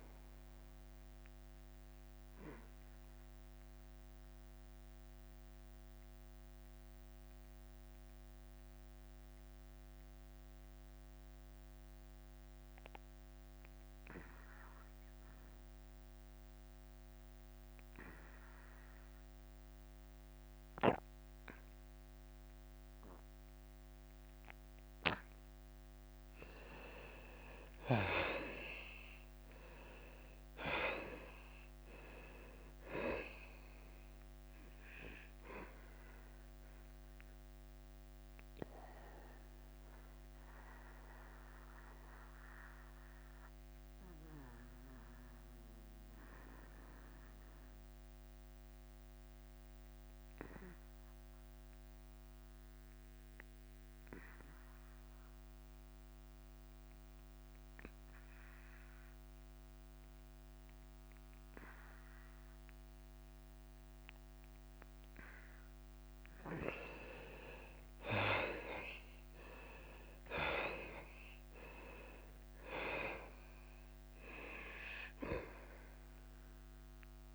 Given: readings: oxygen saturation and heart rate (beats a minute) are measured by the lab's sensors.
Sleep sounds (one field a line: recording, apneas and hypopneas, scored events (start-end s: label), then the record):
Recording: breathing in sleep by a microphone on the trachea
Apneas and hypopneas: 2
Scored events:
0.00-7.50 s: drop in pulse transit time (device-marked, heart rate 94 extreme)
0.00-23.50 s: oxygen desaturation (device-marked, oxygen 78% lowest, heart rate 88 extreme)
3.00-25.50 s: mixed apnea (oxygen 99% before, 78% lowest, heart rate 95 before, 88 extreme, up 6 after)
27.00-31.00 s: arousal
28.50-41.50 s: drop in pulse transit time (device-marked, heart rate 92 before, 90 extreme)
37.50-65.50 s: mixed apnea (oxygen 96% before, 78% lowest, heart rate 92 before, 93 extreme, up 3 after)
47.50-52.50 s: oxygen desaturation (device-marked, oxygen 91% before, 82% lowest, heart rate 94 before, 93 extreme)
57.50-77.34 s: oxygen desaturation (device-marked, oxygen 98% before, 78% lowest, heart rate 95 before, 91 extreme)
69.00-72.50 s: arousal
69.50-77.34 s: drop in pulse transit time (device-marked, heart rate 95 before, 94 extreme)
From the record:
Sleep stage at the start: N2 (light sleep)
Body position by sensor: on the back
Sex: male